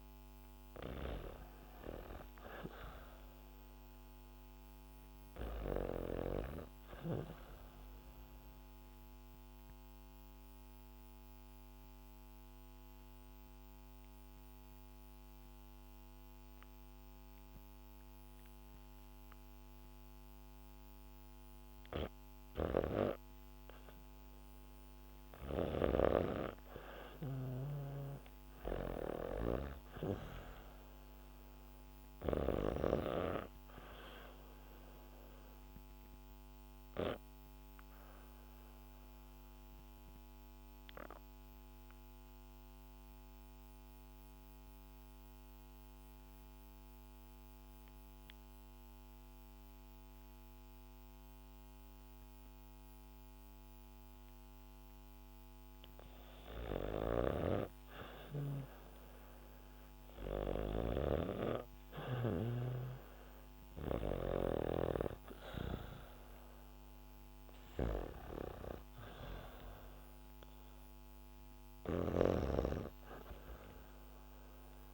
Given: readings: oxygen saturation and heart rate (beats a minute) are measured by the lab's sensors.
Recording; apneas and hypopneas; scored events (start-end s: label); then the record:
breathing in sleep by a microphone on the trachea; 2
7.00-20.50 s: obstructive apnea (oxygen 100% before, 89% lowest, heart rate 76 before, 67 extreme, up 3 after)
23.50-27.50 s: arousal
25.00-32.50 s: snoring (device-marked)
30.00-46.00 s: oxygen desaturation (device-marked, oxygen 99% before, 94% lowest, heart rate 70 before, 60 extreme)
33.50-54.50 s: obstructive apnea (oxygen 100% before, 89% lowest, heart rate 69 before, 60 extreme, up 7 after)
55.00-74.94 s: oxygen desaturation (device-marked, oxygen 98% before, 89% lowest, heart rate 71 before, 65 extreme)
56.50-64.50 s: snoring (device-marked)
57.50-61.50 s: arousal
71.50-74.94 s: snoring (device-marked)
From the record:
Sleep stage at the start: REM sleep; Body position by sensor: on the back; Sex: female